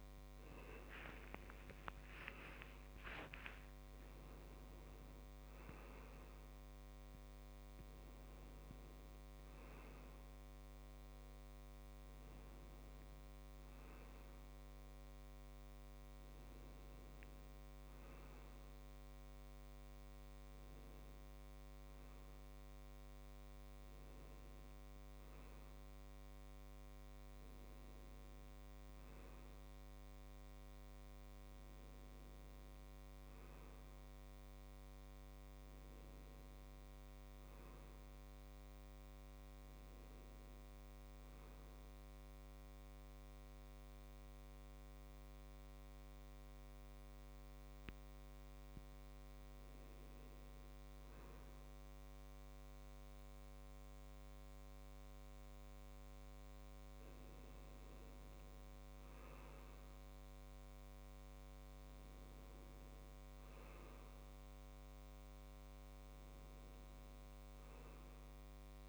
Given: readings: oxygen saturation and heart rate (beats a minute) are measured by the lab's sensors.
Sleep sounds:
breathing in sleep, hard to hear, by a microphone on the trachea; 1
0.00-3.00 s: arousal
29.00-68.89 s: new sleep stage, N2 (light sleep)
37.00-40.50 s: arousal
43.00-56.50 s: hypopnea (oxygen 98% before, 94% lowest, heart rate 72 before, 69 extreme, up 2 after)
59.00-62.50 s: arousal
60.00-68.89 s: oxygen desaturation (device-marked, oxygen 98% before, 94% lowest, heart rate 71 before, 69 extreme)
From the record:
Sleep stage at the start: N1 (lightest sleep); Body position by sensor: on the right side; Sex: male

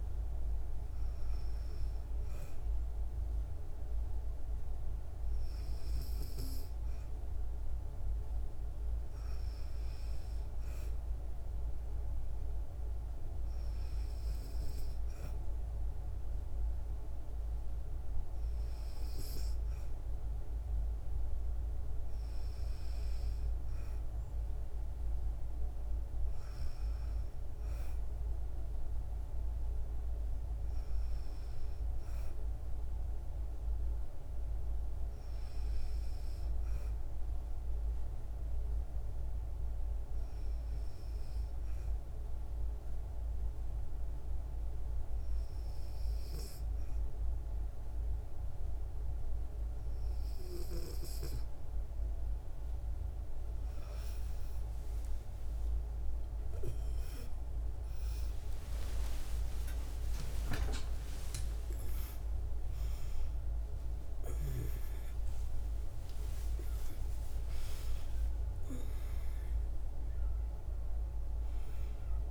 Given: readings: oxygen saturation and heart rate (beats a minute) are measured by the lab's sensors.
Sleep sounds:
breathing in sleep, hard to hear, by a room microphone; 1
40.50-51.00 s: hypopnea (oxygen 96% before, 94% lowest, heart rate 63 before, 60 extreme, up 27 after)
54.50-60.50 s: arousal
60.50-72.31 s: new sleep stage, N1 (lightest sleep)
From the record:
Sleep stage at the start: N2 (light sleep); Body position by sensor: on the back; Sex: female

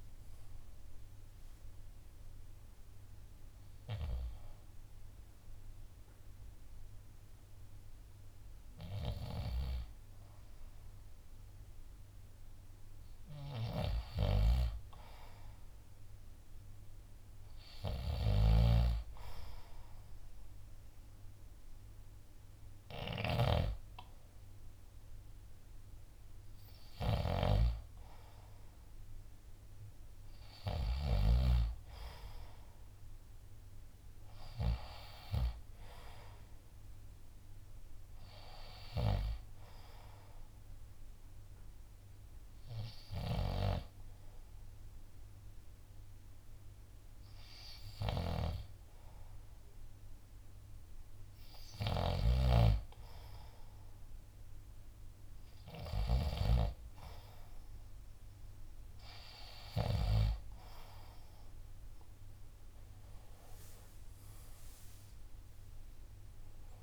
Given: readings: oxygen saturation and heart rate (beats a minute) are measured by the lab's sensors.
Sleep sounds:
breathing in sleep by a room microphone; 2
0.00-8.00 s: oxygen desaturation (device-marked, oxygen 88% lowest)
3.00-14.00 s: hypopnea (oxygen 96% before, 88% lowest)
16.00-19.50 s: arousal
18.50-28.00 s: snoring (device-marked)
22.00-30.00 s: drop in pulse transit time (device-marked)
23.00-39.00 s: oxygen desaturation (device-marked, oxygen 95% before, 88% lowest)
40.00-52.50 s: hypopnea (oxygen 95% before, 88% lowest)
41.00-56.00 s: oxygen desaturation (device-marked, oxygen 91% before, 88% lowest)
52.00-56.50 s: snoring (device-marked)
55.50-60.50 s: arousal
58.00-66.83 s: oxygen desaturation (device-marked, oxygen 93% before, 88% lowest)
From the record:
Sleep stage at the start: N2 (light sleep); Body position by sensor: on the left side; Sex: male

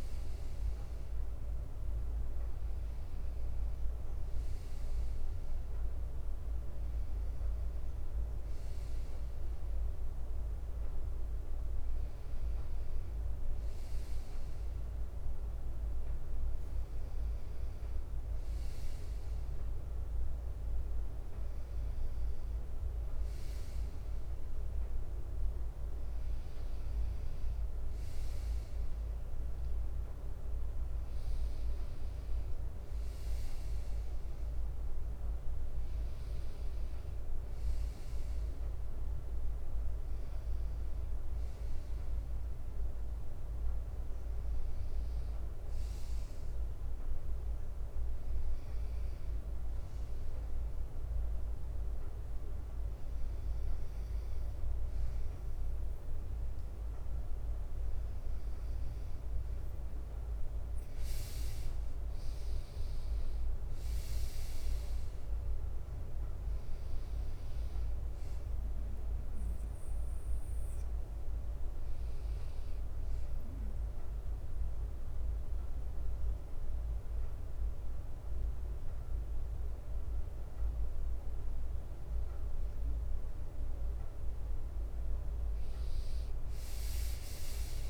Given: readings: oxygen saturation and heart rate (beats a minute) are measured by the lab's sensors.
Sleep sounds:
breathing in sleep, hard to hear, by a room microphone; 1
1.00-2.50 s: leg movement (device-marked)
2.50-4.50 s: bradycardia (device-marked, heart rate 62 before, 61 extreme)
16.00-17.00 s: leg movement (device-marked)
40.50-42.50 s: bradycardia (device-marked, heart rate 62 before, 61 extreme)
61.00-70.50 s: leg movement (device-marked)
68.50-72.50 s: bradycardia (device-marked, heart rate 62 before, 59 extreme)
71.00-83.00 s: hypopnea (oxygen 96% before, 92% lowest, heart rate 61 before, 58 extreme, up 10 after)
76.50-82.50 s: bradycardia (device-marked, heart rate 62 before, 58 extreme)
86.50-87.90 s: arousal
From the record:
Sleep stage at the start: N2 (light sleep); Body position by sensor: on the right side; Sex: male

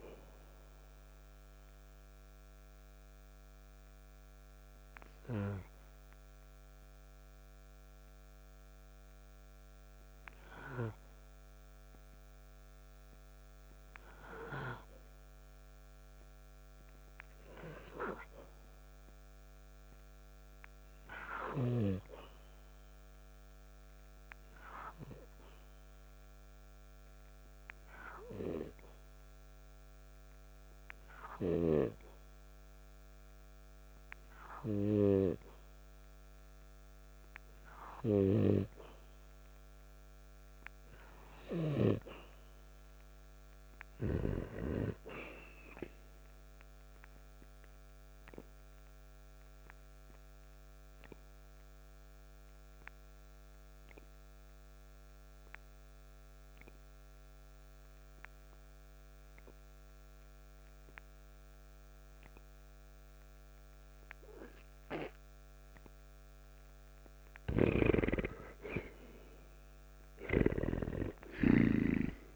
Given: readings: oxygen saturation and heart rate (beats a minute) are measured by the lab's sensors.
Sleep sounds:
breathing in sleep by a microphone on the trachea; 2
0.00-20.00 s: oxygen desaturation (device-marked, oxygen 83% lowest, heart rate 57 extreme)
2.00-39.50 s: hypopnea (oxygen 97% before, 83% lowest, heart rate 61 before, 57 extreme, up 2 after)
35.00-71.00 s: oxygen desaturation (device-marked, oxygen 97% before, 90% lowest, heart rate 59 before, 55 extreme)
42.00-45.00 s: arousal
47.50-67.00 s: obstructive apnea (oxygen 99% before, 87% lowest, heart rate 58 before, 55 extreme, up 1 after)
67.50-71.00 s: snoring (device-marked)
From the record:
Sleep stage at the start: N2 (light sleep); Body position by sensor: on the back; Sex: male

